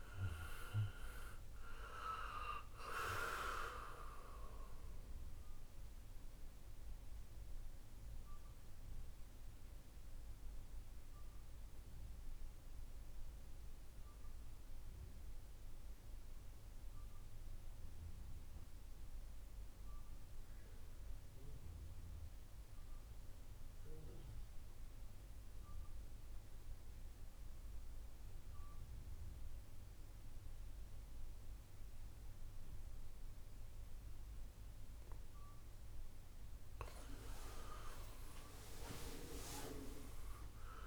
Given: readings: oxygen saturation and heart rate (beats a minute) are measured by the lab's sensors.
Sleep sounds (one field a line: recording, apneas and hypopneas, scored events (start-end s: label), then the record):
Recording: breathing in sleep by a room microphone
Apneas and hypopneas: 1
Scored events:
0.00-18.50 s: oxygen desaturation (device-marked, oxygen 81% lowest, heart rate 59 extreme)
4.50-36.50 s: obstructive apnea (oxygen 95% before, 81% lowest, heart rate 81 before, 60 extreme, up 10 after)
38.00-40.87 s: arousal
38.50-40.87 s: oxygen desaturation (device-marked, oxygen 98% before, 91% lowest, heart rate 65 before, 61 extreme)
From the record:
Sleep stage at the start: N2 (light sleep)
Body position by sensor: on the back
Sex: male